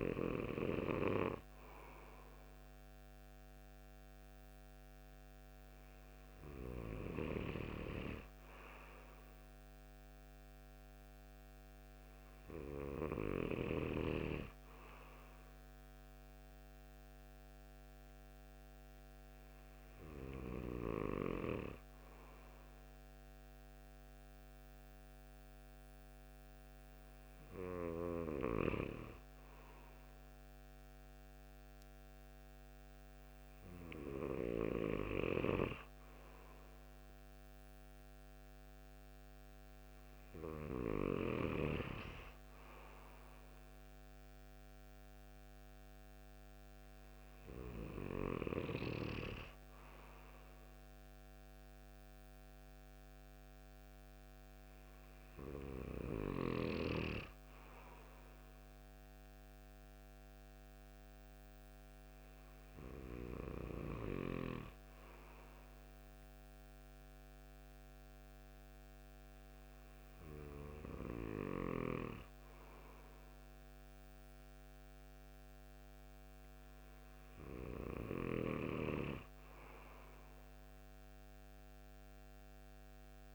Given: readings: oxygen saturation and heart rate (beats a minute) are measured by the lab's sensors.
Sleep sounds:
breathing in sleep by a microphone on the trachea; none
none scored
From the record:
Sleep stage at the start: N2 (light sleep); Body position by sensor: on the right side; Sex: male

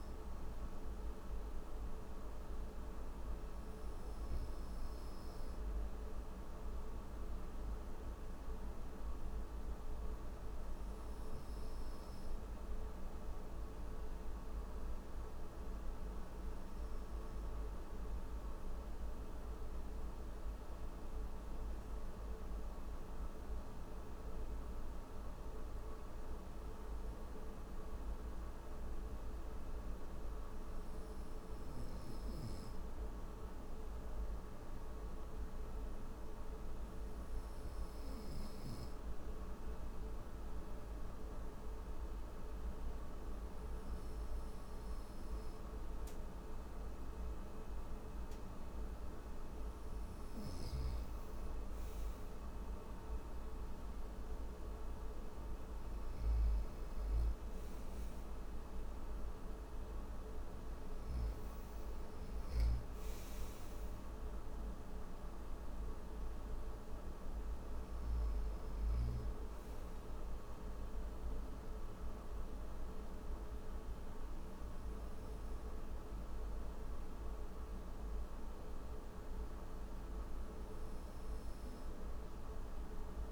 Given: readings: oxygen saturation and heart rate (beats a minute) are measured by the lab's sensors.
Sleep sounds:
breathing in sleep, hard to hear, by a room microphone; none
44.00-83.32 s: new sleep stage, N3 (deep sleep)
61.50-68.00 s: snoring (device-marked)
From the record:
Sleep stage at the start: N1 (lightest sleep); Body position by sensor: upright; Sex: male

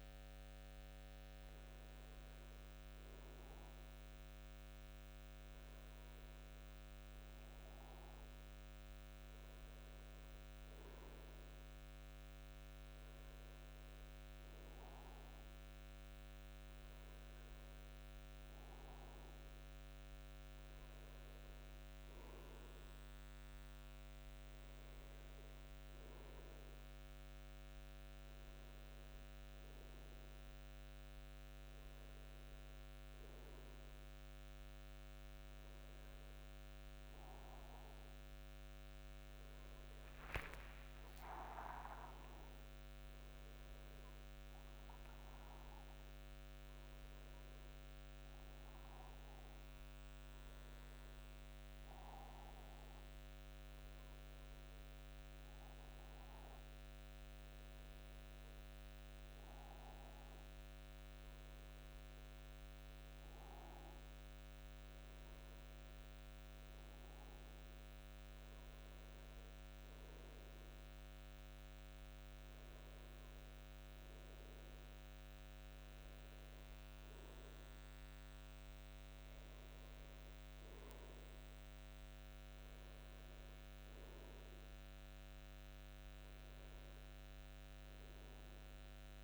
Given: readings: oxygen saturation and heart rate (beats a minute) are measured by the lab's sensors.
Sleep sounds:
breathing in sleep, hard to hear, by a microphone on the trachea; none
38.50-43.00 s: arousal
40.00-42.00 s: long interval between heartbeats (device-marked, heart rate 87 before, 105 extreme)
From the record:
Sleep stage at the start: N2 (light sleep); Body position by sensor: on the front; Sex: male

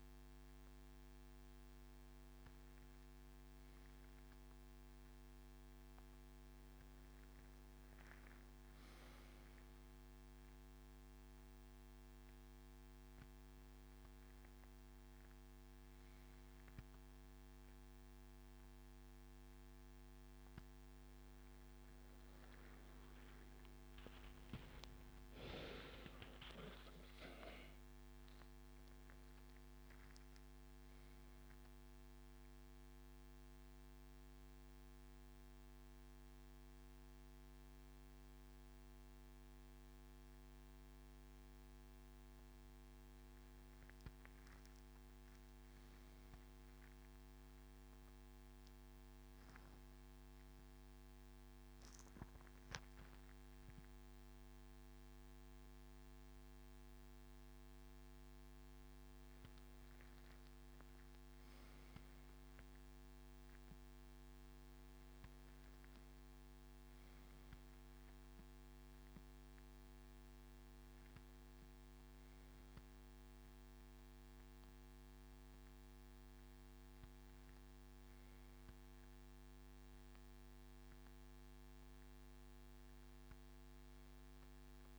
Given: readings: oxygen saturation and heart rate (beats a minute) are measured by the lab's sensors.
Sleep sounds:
breathing in sleep, hard to hear, by a microphone on the trachea; 1
36.50-41.00 s: arousal
48.00-59.00 s: central apnea (oxygen 98% before, 95% lowest, heart rate 45 before, 46 extreme)
60.50-63.50 s: arousal
65.00-77.00 s: oxygen desaturation (device-marked, oxygen 98% before, 95% lowest, heart rate 56 before, 46 extreme)
From the record:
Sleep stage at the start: N2 (light sleep); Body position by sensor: on the left side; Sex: male

